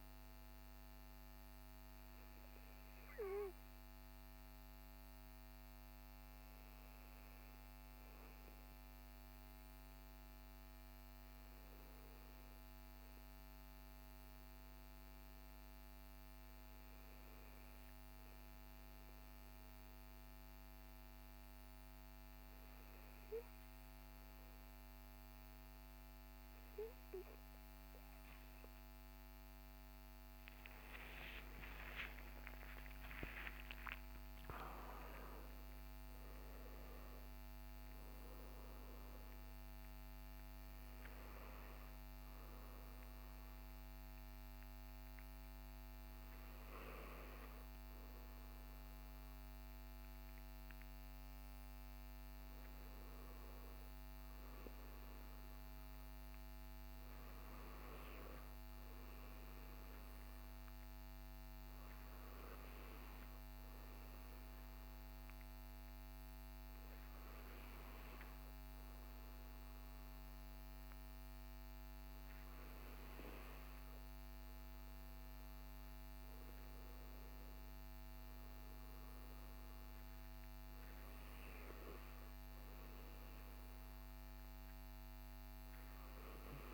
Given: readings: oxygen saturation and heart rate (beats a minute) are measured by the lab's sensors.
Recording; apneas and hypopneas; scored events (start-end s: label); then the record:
breathing in sleep by a microphone on the trachea; 1
0.00-1.00 s: arousal
18.50-29.00 s: hypopnea (oxygen 97% before, 95% lowest, heart rate 62 before, 55 extreme, up 43 after)
30.00-34.00 s: arousal
From the record:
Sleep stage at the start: N2 (light sleep); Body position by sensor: on the back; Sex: male